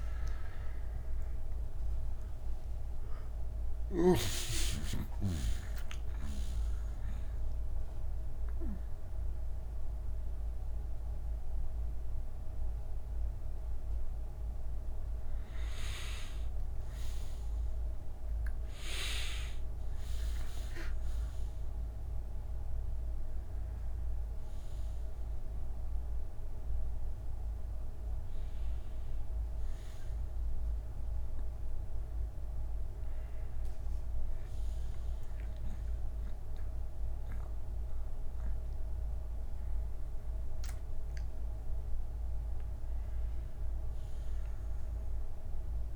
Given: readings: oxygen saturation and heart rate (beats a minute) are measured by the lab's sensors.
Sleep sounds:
a person awake in a sleep study, by a room microphone; none
0.00-3.00 s: oxygen desaturation (device-marked, oxygen 93% lowest, heart rate 63 extreme)
From the record:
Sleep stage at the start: awake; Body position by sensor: on the back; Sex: male

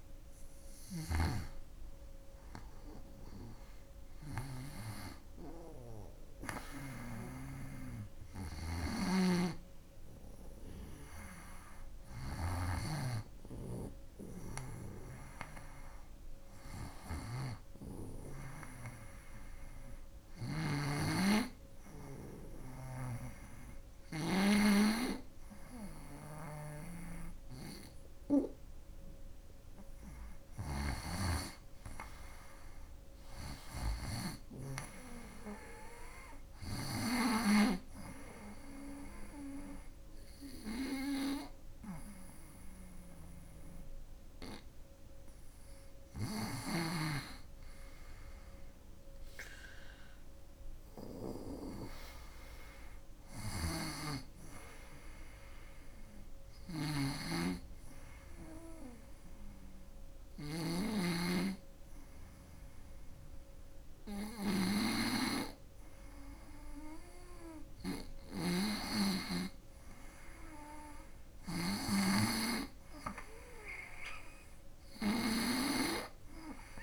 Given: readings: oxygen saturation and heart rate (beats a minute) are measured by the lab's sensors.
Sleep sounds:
breathing in sleep by a room microphone; none
0.00-1.00 s: snoring (device-marked)
8.00-12.00 s: snoring (device-marked)
16.50-24.00 s: snoring (device-marked)
30.00-34.50 s: snoring (device-marked)
53.00-71.50 s: snoring (device-marked)
From the record:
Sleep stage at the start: N2 (light sleep); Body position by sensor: on the right side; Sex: female

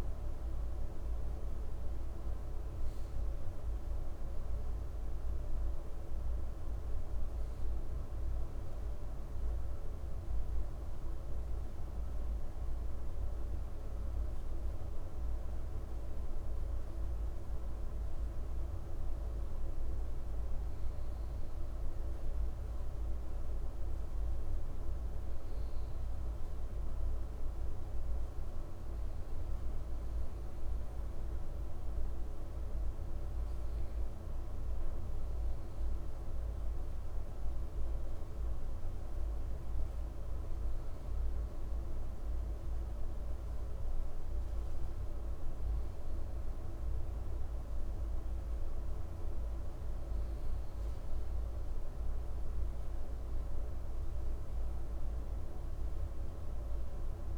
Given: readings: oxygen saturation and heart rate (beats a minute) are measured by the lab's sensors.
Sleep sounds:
breathing in sleep, hard to hear, by a room microphone; none
23.00-57.38 s: new sleep stage, N2 (light sleep)
From the record:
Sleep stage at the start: N1 (lightest sleep); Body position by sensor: on the right side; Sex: male

